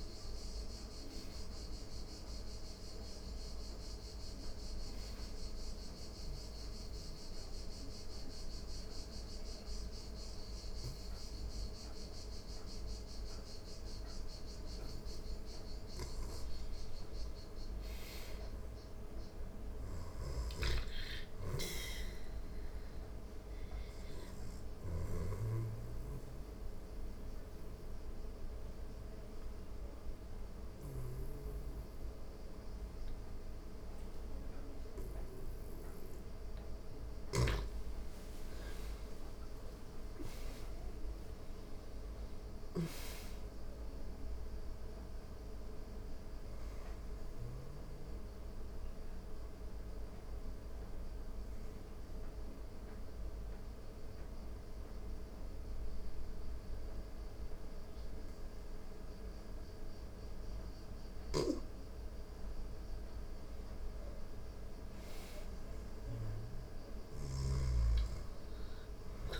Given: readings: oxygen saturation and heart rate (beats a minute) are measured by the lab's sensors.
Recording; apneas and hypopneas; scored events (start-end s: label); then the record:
breathing in sleep, hard to hear, by a room microphone; 3
0.00-3.00 s: oxygen desaturation (device-marked, oxygen 89% lowest)
4.00-15.00 s: obstructive apnea (oxygen 97% before, 88% lowest)
18.00-22.50 s: arousal
22.00-36.00 s: oxygen desaturation (device-marked, oxygen 95% before, 88% lowest)
24.00-30.50 s: snoring (device-marked)
25.50-36.00 s: obstructive apnea (oxygen 98% before, 86% lowest)
37.00-41.00 s: arousal
45.00-59.00 s: oxygen desaturation (device-marked, oxygen 97% before, 88% lowest)
47.50-60.00 s: mixed apnea (oxygen 97% before, 86% lowest)
60.50-67.00 s: snoring (device-marked)
65.50-69.40 s: arousal
From the record:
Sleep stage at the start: N2 (light sleep); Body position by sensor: on the back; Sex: female